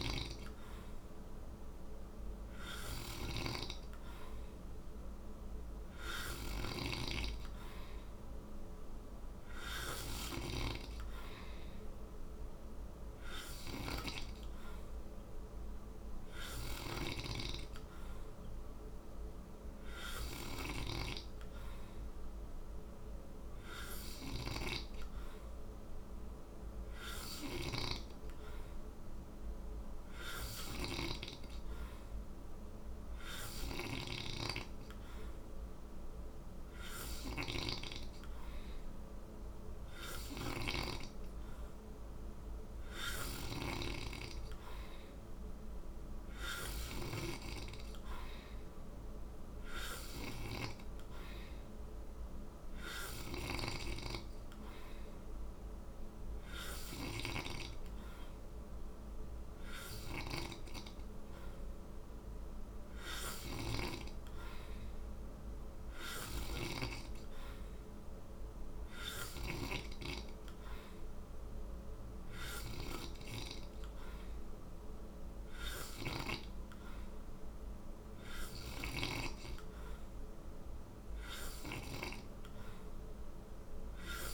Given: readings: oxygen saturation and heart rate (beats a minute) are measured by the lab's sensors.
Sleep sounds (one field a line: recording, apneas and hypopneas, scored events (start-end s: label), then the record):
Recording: breathing in sleep by a room microphone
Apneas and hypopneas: none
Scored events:
0.00-10.00 s: snoring (device-marked)
16.00-24.00 s: snoring (device-marked)
30.00-66.00 s: snoring (device-marked)
From the record:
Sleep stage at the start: N3 (deep sleep)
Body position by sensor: on the right side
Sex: male